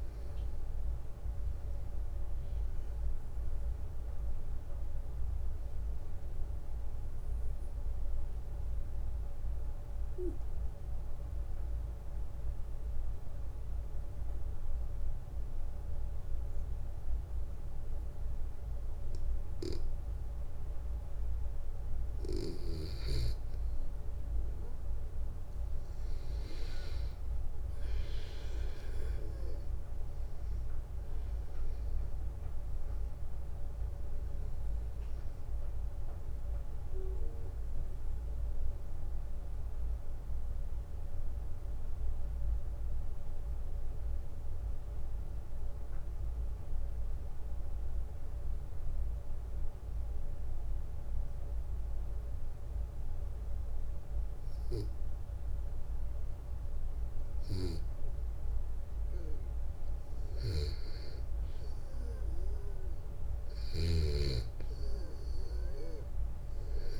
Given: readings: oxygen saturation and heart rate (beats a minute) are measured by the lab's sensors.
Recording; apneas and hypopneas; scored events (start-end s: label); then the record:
breathing in sleep by a room microphone; 2
0.00-16.50 s: oxygen desaturation (device-marked, oxygen 94% lowest, heart rate 59 extreme)
4.50-67.00 s: new sleep stage, N2 (light sleep)
7.00-21.50 s: obstructive apnea (oxygen 98% before, 92% lowest, heart rate 63 before, 55 extreme, up 5 after)
24.00-27.50 s: arousal
38.00-58.50 s: obstructive apnea (oxygen 97% before, 92% lowest, heart rate 64 before, 55 extreme, up 6 after)
60.00-63.00 s: arousal
From the record:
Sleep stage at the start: N1 (lightest sleep); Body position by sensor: on the back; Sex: male